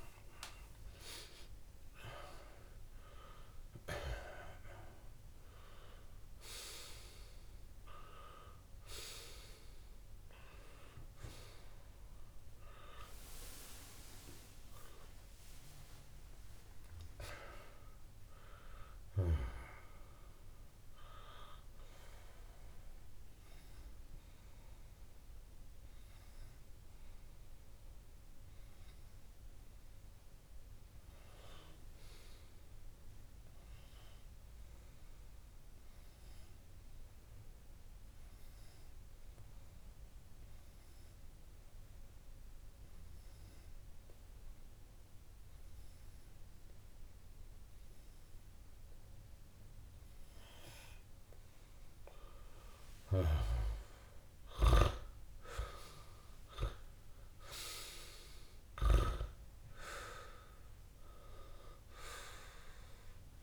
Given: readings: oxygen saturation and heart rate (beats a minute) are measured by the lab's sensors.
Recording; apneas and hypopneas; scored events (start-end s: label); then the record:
a person partly awake in a sleep study, by a room microphone; 1
1.50-3.50 s: long interval between heartbeats (device-marked)
22.00-63.43 s: new sleep stage, N2 (light sleep)
24.50-26.50 s: long interval between heartbeats (device-marked)
30.50-32.50 s: long interval between heartbeats (device-marked)
37.50-50.50 s: obstructive apnea (oxygen 99% before, 96% lowest)
41.50-43.50 s: long interval between heartbeats (device-marked)
48.00-50.00 s: long interval between heartbeats (device-marked)
49.00-51.00 s: tachycardia (device-marked, heart rate 37 before, 48 extreme)
51.00-53.00 s: long interval between heartbeats (device-marked)
54.50-56.50 s: long interval between heartbeats (device-marked, heart rate 31 before, 90 extreme)
54.50-59.00 s: arousal
62.00-63.43 s: long interval between heartbeats (device-marked)
From the record:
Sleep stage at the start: awake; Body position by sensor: on the back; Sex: male